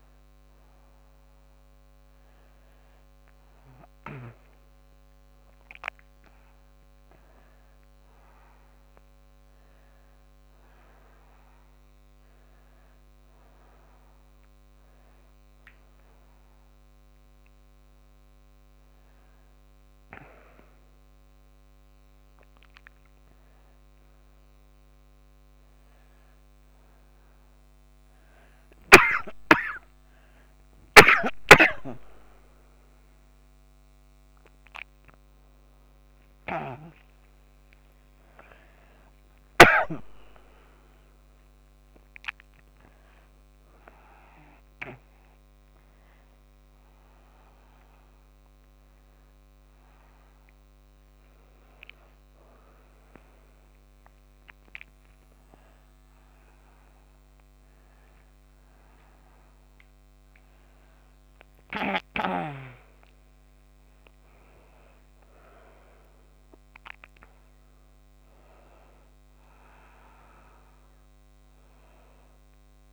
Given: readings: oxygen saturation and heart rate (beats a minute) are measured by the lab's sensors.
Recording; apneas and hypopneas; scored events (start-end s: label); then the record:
a person awake in a sleep study, by a microphone on the trachea; none
31.00-39.50 s: snoring (device-marked)
From the record:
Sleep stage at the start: awake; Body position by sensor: on the back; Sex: female